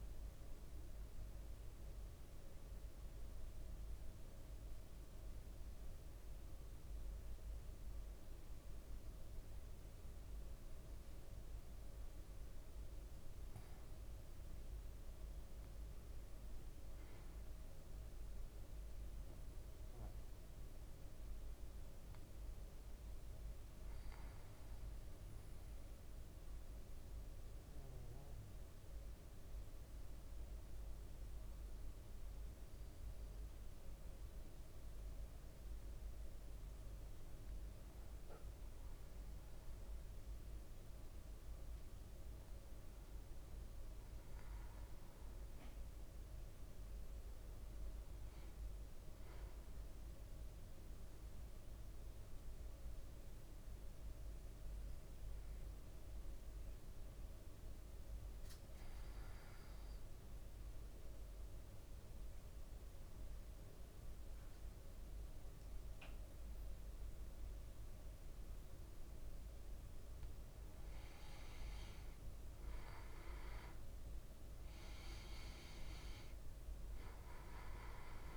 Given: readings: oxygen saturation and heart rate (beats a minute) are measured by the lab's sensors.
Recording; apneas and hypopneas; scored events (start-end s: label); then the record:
breathing in sleep, hard to hear, by a room microphone; 2
1.50-15.00 s: central apnea (oxygen 98% before, 95% lowest, heart rate 57 before, 55 extreme, up 3 after)
16.50-20.00 s: arousal
23.50-41.50 s: oxygen desaturation (device-marked, oxygen 99% before, 95% lowest, heart rate 56 before, 56 extreme)
43.00-47.00 s: arousal
51.00-70.50 s: mixed apnea (oxygen 98% before, 92% lowest, heart rate 57 before, 55 extreme, up 5 after)
56.50-78.37 s: new sleep stage, N2 (light sleep)
72.00-76.50 s: arousal
76.50-78.37 s: oxygen desaturation (device-marked, oxygen 98% before, 92% lowest, heart rate 57 before, 55 extreme)
From the record:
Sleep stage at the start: N1 (lightest sleep); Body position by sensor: on the back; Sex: male